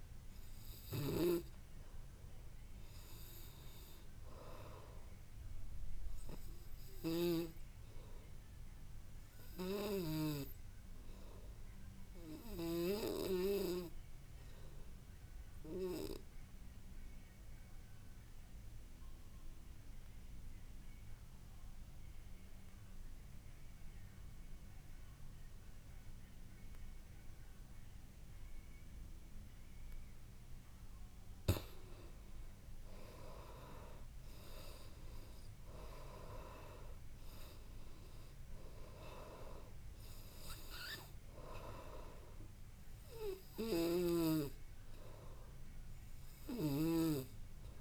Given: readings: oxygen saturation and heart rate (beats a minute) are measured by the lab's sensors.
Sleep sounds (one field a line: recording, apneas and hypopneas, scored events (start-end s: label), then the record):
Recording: breathing in sleep by a room microphone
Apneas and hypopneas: 1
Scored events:
0.00-19.50 s: oxygen desaturation (device-marked, oxygen 85% lowest, heart rate 54 extreme)
7.50-30.50 s: obstructive apnea (oxygen 96% before, 82% lowest, heart rate 62 before, 53 extreme, up 11 after)
32.50-36.50 s: arousal
33.50-47.81 s: oxygen desaturation (device-marked, oxygen 97% before, 82% lowest, heart rate 57 before, 53 extreme)
From the record:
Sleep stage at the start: N2 (light sleep)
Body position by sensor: on the back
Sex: male